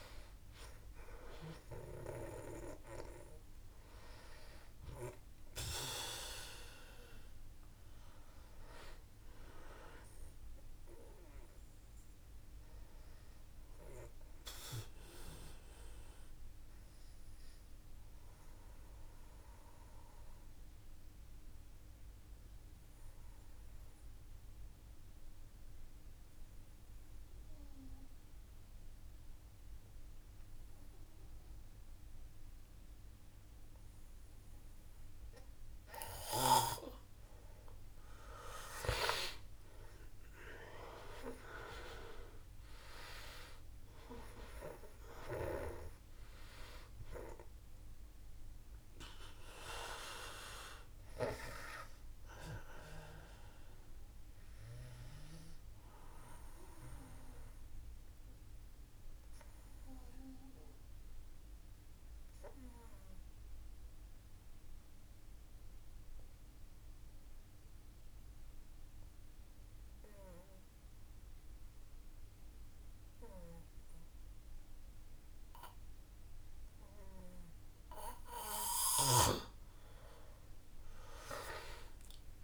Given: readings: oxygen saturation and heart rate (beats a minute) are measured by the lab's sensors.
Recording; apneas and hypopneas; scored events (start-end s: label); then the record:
breathing in sleep by a room microphone; 2
0.00-22.50 s: oxygen desaturation (device-marked, oxygen 92% lowest, heart rate 55 extreme)
14.00-34.50 s: obstructive apnea (oxygen 97% before, 91% lowest, heart rate 58 before, 54 extreme, up 4 after)
38.00-41.00 s: arousal
39.50-68.50 s: oxygen desaturation (device-marked, oxygen 98% before, 91% lowest, heart rate 56 before, 54 extreme)
56.00-77.00 s: obstructive apnea (oxygen 98% before, 90% lowest, heart rate 57 before, 54 extreme, up 5 after)
79.00-82.44 s: arousal
From the record:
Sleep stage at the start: N2 (light sleep); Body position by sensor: on the back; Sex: male